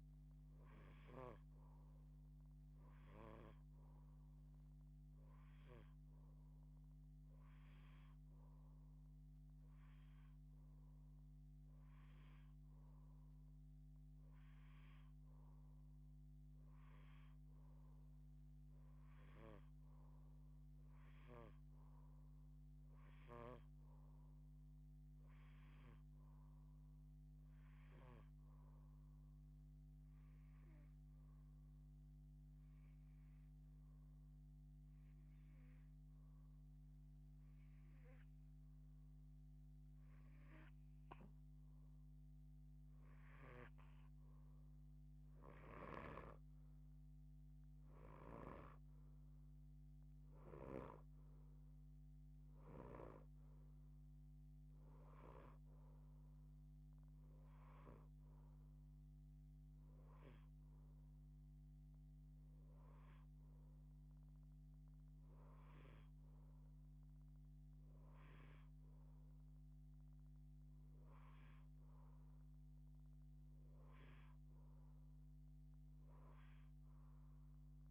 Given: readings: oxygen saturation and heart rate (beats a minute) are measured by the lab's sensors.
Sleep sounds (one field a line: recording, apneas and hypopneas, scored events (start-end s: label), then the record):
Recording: breathing in sleep by a microphone on the trachea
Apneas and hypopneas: 1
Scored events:
27.00-41.00 s: hypopnea (oxygen 88% before, 82% lowest, heart rate 87 before, 47 extreme, up 39 after)
45.00-77.00 s: oxygen desaturation (device-marked, oxygen 87% before, 82% lowest, heart rate 90 before, 55 extreme)
45.50-48.50 s: arousal
47.50-52.50 s: snoring (device-marked)
From the record:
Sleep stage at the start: N2 (light sleep)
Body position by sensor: on the left side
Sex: female